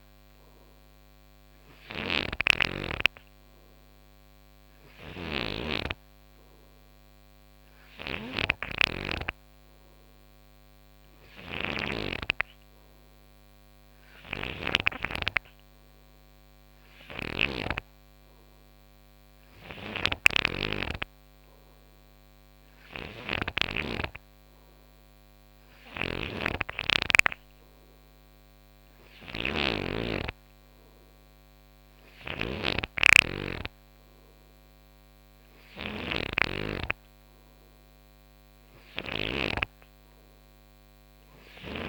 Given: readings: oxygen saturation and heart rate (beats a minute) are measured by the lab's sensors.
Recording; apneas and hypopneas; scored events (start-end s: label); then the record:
breathing in sleep by a microphone on the trachea; none
0.00-14.50 s: snoring (device-marked)
16.50-29.50 s: snoring (device-marked)
31.50-39.00 s: snoring (device-marked)
38.00-41.88 s: new sleep stage, N2 (light sleep)
From the record:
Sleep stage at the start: N3 (deep sleep); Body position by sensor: on the right side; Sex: male